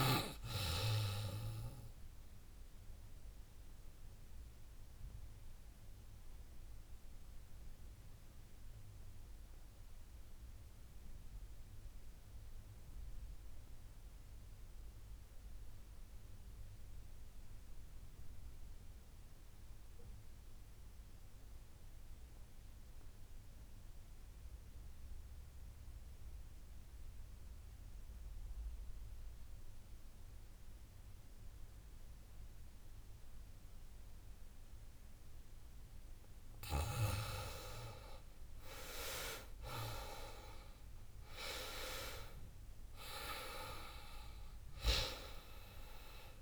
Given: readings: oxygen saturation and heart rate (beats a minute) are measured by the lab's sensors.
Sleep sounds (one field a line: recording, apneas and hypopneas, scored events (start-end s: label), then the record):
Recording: breathing in sleep by a room microphone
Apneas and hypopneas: 1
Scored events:
5.00-37.00 s: obstructive apnea (oxygen 99% before, 83% lowest, heart rate 79 before, 72 extreme, up 22 after)
6.00-17.00 s: drop in pulse transit time (device-marked, heart rate 79 before, 72 extreme)
6.00-24.00 s: oxygen desaturation (device-marked, oxygen 98% before, 94% lowest, heart rate 79 before, 72 extreme)
29.00-46.42 s: oxygen desaturation (device-marked, oxygen 96% before, 83% lowest, heart rate 74 before, 74 extreme)
30.00-31.00 s: drop in pulse transit time (device-marked, heart rate 74 before, 73 extreme)
40.00-43.50 s: arousal
41.00-46.42 s: drop in pulse transit time (device-marked, heart rate 76 before, 82 extreme)
From the record:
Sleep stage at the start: REM sleep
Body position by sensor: on the back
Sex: female